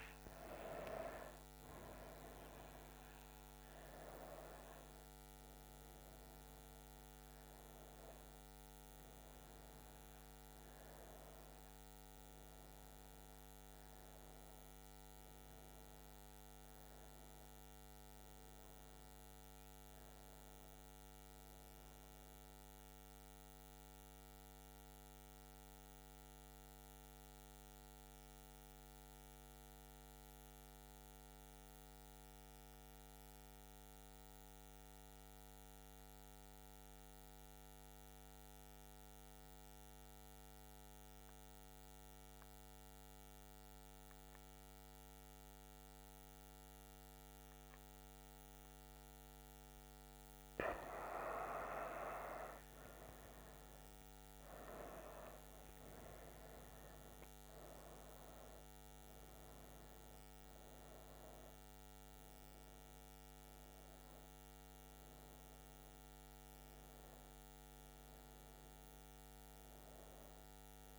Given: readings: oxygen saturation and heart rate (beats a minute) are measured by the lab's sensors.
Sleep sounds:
breathing in sleep by a microphone on the trachea; 1
0.00-17.50 s: oxygen desaturation (device-marked, oxygen 91% lowest, heart rate 66 extreme)
23.50-50.50 s: mixed apnea (oxygen 98% before, 91% lowest, heart rate 82 before, 66 extreme, up 8 after)
45.50-70.99 s: oxygen desaturation (device-marked, oxygen 98% before, 91% lowest, heart rate 68 before, 66 extreme)
52.50-55.50 s: arousal
From the record:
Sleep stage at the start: N2 (light sleep); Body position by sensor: on the back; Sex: female

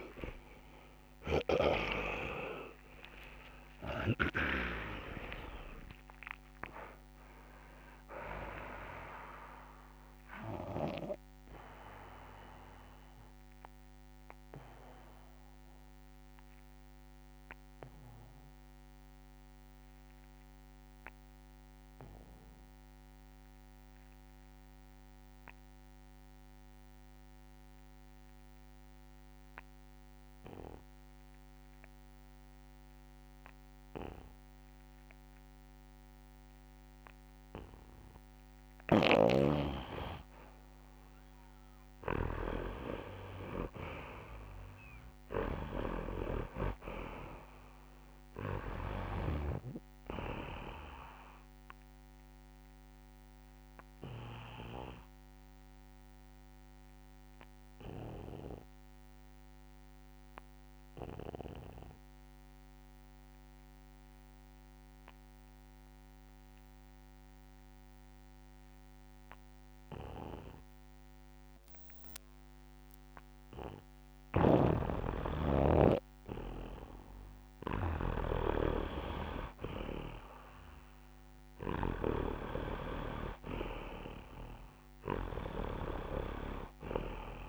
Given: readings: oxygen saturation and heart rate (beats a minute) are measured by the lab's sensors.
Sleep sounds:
breathing in sleep by a microphone on the trachea; 2
0.00-1.00 s: long interval between heartbeats (device-marked, heart rate 56 extreme)
0.00-1.50 s: snoring (device-marked)
0.00-5.50 s: arousal
0.00-25.00 s: oxygen desaturation (device-marked, oxygen 76% lowest, heart rate 30 extreme)
5.50-7.50 s: long interval between heartbeats (device-marked, heart rate 58 before, 57 extreme)
7.50-9.50 s: long interval between heartbeats (device-marked, heart rate 58 before, 69 extreme)
13.00-37.00 s: obstructive apnea (oxygen 95% before, 76% lowest, heart rate 59 before, 30 extreme, up 3 after)
38.50-49.00 s: snoring (device-marked)
40.50-44.00 s: arousal
42.50-44.50 s: long interval between heartbeats (device-marked, heart rate 69 before, 68 extreme)
44.00-66.00 s: oxygen desaturation (device-marked, oxygen 98% before, 84% lowest, heart rate 68 before, 31 extreme)
48.50-50.50 s: long interval between heartbeats (device-marked, heart rate 65 before, 30 extreme)
54.00-73.50 s: obstructive apnea (oxygen 100% before, 84% lowest, heart rate 56 before, 44 extreme, up 19 after)
56.50-58.50 s: long interval between heartbeats (device-marked, heart rate 55 before, 69 extreme)
71.00-73.00 s: long interval between heartbeats (device-marked, heart rate 58 before, 80 extreme)
74.00-87.49 s: snoring (device-marked)
76.00-79.00 s: arousal
78.00-87.49 s: oxygen desaturation (device-marked, oxygen 98% before, 89% lowest, heart rate 69 before, 26 extreme)
From the record:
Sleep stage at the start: N2 (light sleep); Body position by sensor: on the back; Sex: male

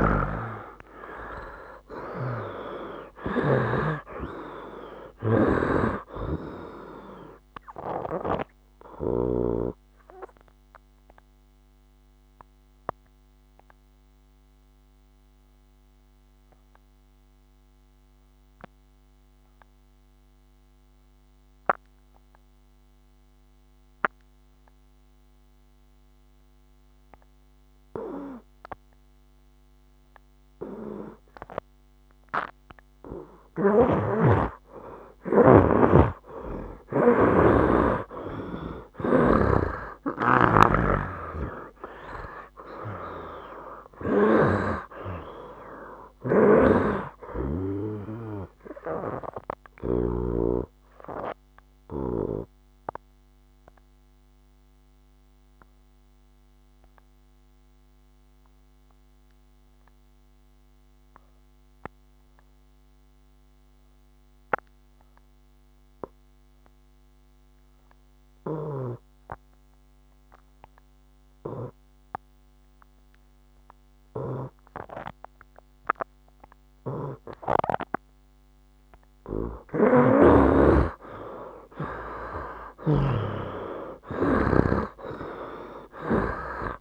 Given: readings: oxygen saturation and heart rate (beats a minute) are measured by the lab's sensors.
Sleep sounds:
breathing in sleep by a microphone on the trachea; 2
0.00-3.00 s: arousal
0.00-9.50 s: snoring (device-marked)
0.00-29.00 s: oxygen desaturation (device-marked, oxygen 76% lowest, heart rate 65 extreme)
10.00-33.50 s: obstructive apnea (oxygen 97% before, 76% lowest, heart rate 74 before, 65 extreme, up 12 after)
33.50-50.00 s: snoring (device-marked)
39.00-43.00 s: arousal
40.00-70.00 s: oxygen desaturation (device-marked, oxygen 97% before, 80% lowest, heart rate 66 before, 65 extreme)
50.00-79.00 s: obstructive apnea (oxygen 97% before, 80% lowest, heart rate 74 before, 65 extreme, up 10 after)
76.00-86.81 s: oxygen desaturation (device-marked, oxygen 97% before, 80% lowest, heart rate 66 before, 65 extreme)
79.50-86.81 s: snoring (device-marked)
81.50-85.00 s: arousal
From the record:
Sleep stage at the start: N2 (light sleep); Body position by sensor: on the right side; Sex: male

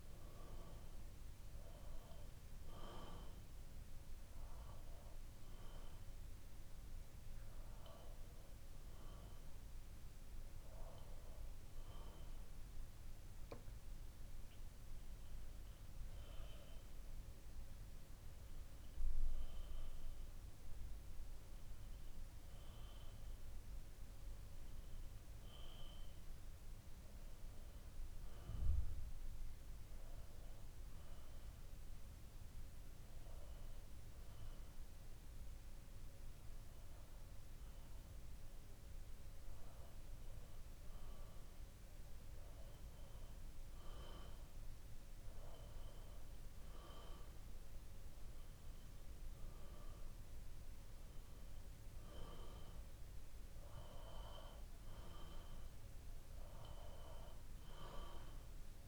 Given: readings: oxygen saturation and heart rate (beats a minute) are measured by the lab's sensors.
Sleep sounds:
breathing in sleep by a room microphone; 2
3.50-13.50 s: obstructive apnea (oxygen 98% before, 93% lowest, heart rate 63 before, 62 extreme, up 8 after)
15.00-18.50 s: arousal
15.50-34.50 s: oxygen desaturation (device-marked, oxygen 96% before, 93% lowest, heart rate 63 before, 61 extreme)
30.00-41.50 s: obstructive apnea (oxygen 97% before, 93% lowest, heart rate 65 before, 61 extreme, up 4 after)
43.50-47.50 s: arousal
From the record:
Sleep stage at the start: N2 (light sleep); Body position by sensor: on the back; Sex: male

